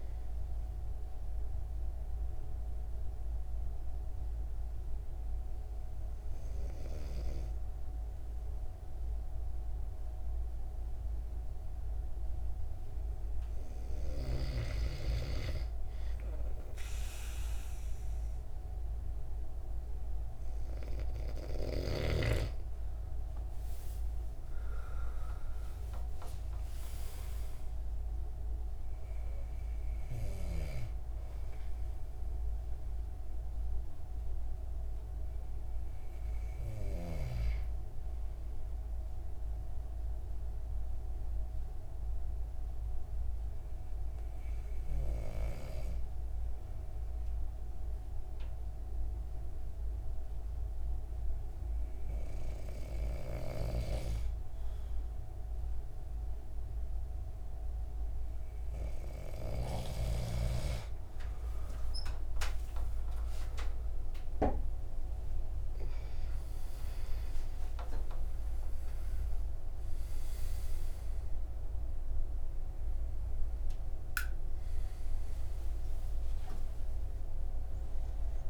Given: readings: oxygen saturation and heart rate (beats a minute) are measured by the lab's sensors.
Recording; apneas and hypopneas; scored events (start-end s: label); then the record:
a person partly awake in a sleep study, by a room microphone; 2
0.50-14.50 s: obstructive apnea (oxygen 96% before, 93% lowest)
20.50-43.50 s: oxygen desaturation (device-marked, oxygen 97% before, 93% lowest)
25.00-29.50 s: arousal
39.50-59.50 s: hypopnea (oxygen 97% before, 93% lowest)
48.50-78.50 s: new sleep stage, awake
From the record:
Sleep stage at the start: N2 (light sleep); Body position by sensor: on the back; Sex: male